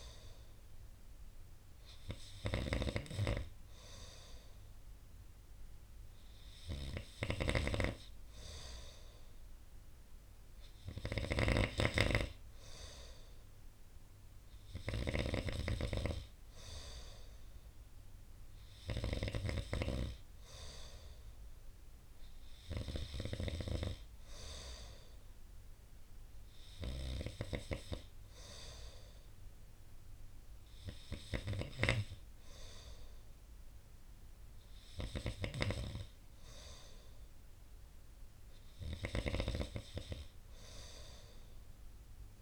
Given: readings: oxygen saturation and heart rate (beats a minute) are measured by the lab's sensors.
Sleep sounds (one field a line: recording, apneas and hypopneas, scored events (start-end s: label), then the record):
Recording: breathing in sleep by a room microphone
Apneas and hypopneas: none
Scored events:
none scored
From the record:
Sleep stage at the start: N2 (light sleep)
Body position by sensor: on the right side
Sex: male